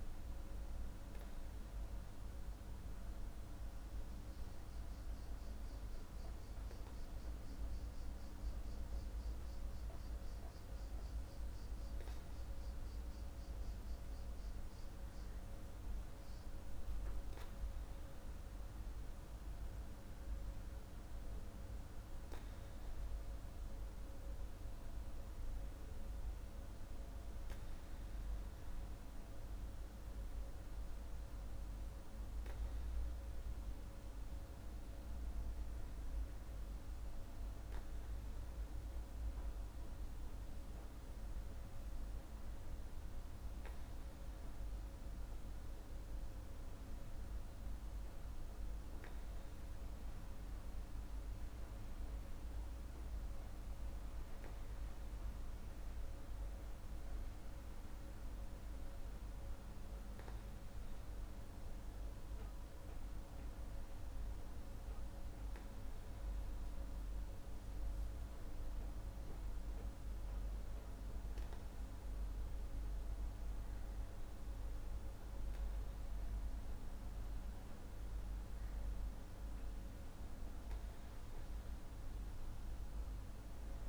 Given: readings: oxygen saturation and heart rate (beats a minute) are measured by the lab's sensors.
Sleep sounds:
breathing in sleep, hard to hear, by a room microphone; none
none scored
From the record:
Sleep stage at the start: N2 (light sleep); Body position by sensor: on the back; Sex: male

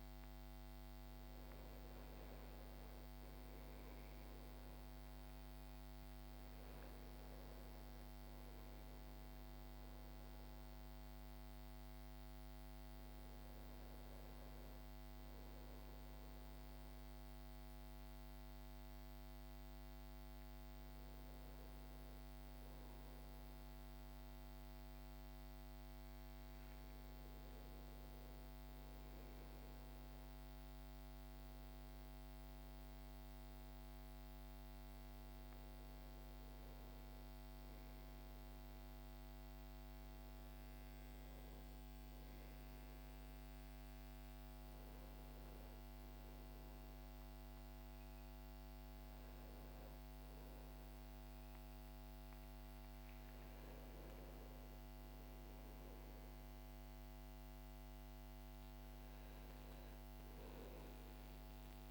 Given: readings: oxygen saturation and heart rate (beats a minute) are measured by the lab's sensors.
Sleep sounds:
a person awake in a sleep study, hard to hear, by a microphone on the trachea; none
0.00-7.50 s: oxygen desaturation (device-marked, oxygen 92% lowest, heart rate 64 extreme)
From the record:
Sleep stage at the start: awake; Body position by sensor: on the back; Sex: male

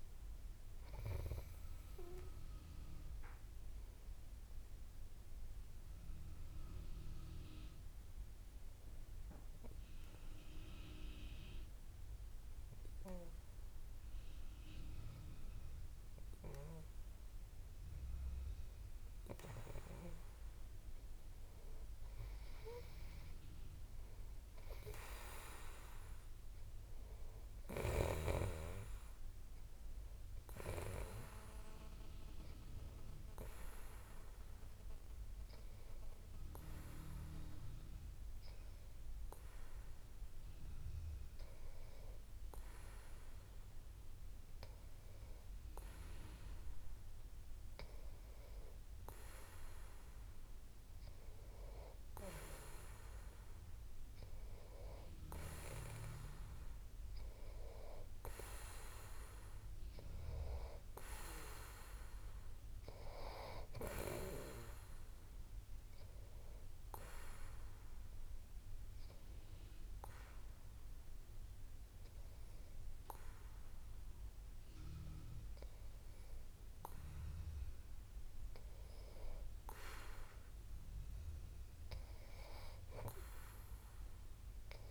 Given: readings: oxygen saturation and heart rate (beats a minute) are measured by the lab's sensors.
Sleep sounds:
breathing in sleep by a room microphone; 3
5.50-17.00 s: obstructive apnea (oxygen 95% before, 92% lowest)
21.50-25.50 s: arousal
32.50-46.50 s: hypopnea (oxygen 95% before, 92% lowest)
51.00-55.00 s: arousal
67.00-79.50 s: obstructive apnea (oxygen 95% before, 91% lowest)
From the record:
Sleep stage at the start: N2 (light sleep); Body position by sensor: on the back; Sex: male

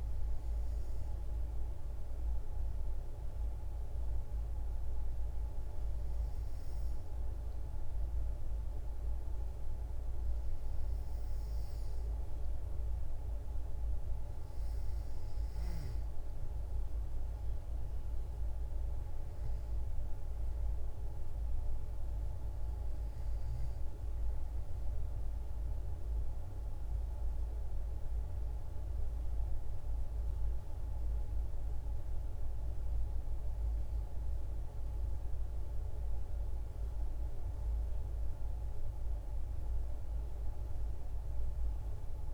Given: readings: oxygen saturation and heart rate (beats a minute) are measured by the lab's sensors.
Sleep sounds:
breathing in sleep, hard to hear, by a room microphone; 1
0.50-11.50 s: hypopnea (oxygen 93% before, 91% lowest, heart rate 59 before, 59 extreme, up 46 after)
17.00-21.00 s: arousal
From the record:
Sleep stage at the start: N2 (light sleep); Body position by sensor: on the back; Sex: female

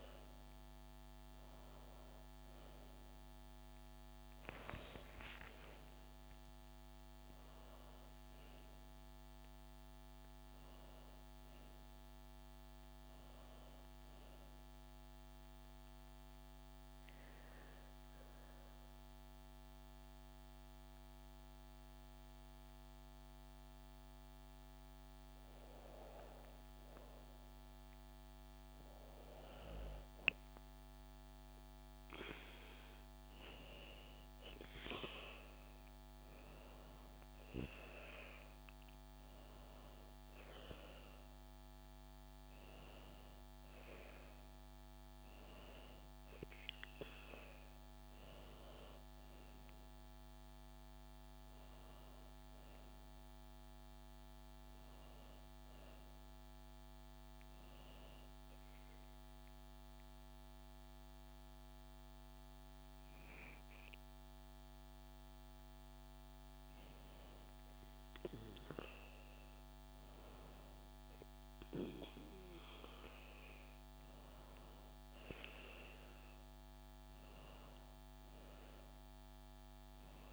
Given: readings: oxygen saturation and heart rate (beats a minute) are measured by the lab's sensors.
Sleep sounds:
breathing in sleep by a microphone on the trachea; 2
3.50-8.00 s: arousal
13.50-24.50 s: obstructive apnea (oxygen 97% before, 94% lowest, heart rate 74 before, 64 extreme, up 4 after)
27.50-30.00 s: arousal
50.50-55.00 s: arousal
58.00-68.00 s: obstructive apnea (oxygen 96% before, 95% lowest, heart rate 76 before, 63 extreme, up 7 after)
73.00-77.50 s: arousal
From the record:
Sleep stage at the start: N2 (light sleep); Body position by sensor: on the back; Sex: female

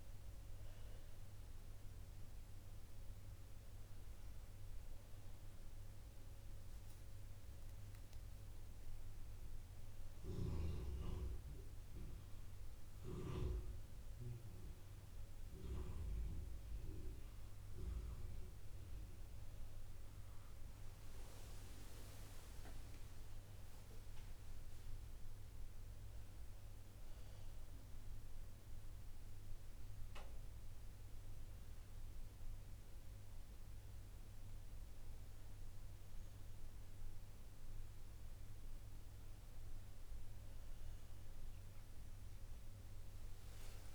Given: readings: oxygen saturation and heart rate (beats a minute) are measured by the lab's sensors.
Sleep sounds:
breathing in sleep by a room microphone; none
none scored
From the record:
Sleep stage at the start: N1 (lightest sleep); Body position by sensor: on the back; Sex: female

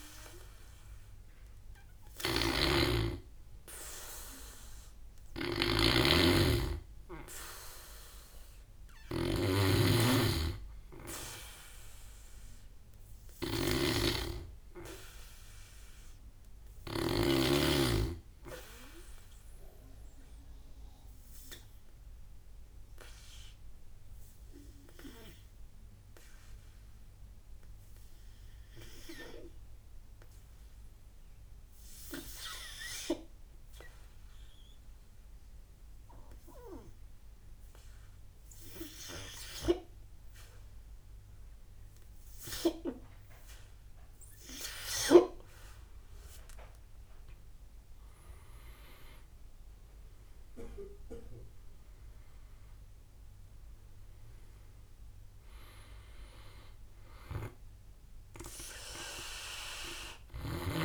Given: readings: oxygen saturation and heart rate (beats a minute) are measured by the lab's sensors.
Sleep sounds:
breathing in sleep by a room microphone; 1
0.00-17.00 s: snoring (device-marked)
20.50-44.50 s: obstructive apnea (oxygen 98% before, 91% lowest, heart rate 59 before, 53 extreme, up 11 after)
39.00-60.85 s: oxygen desaturation (device-marked, oxygen 96% before, 91% lowest, heart rate 58 before, 49 extreme)
46.00-60.85 s: drop in pulse transit time (device-marked, heart rate 61 before, 59 extreme)
47.00-51.50 s: arousal
From the record:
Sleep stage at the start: N2 (light sleep); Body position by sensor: on the back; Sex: male

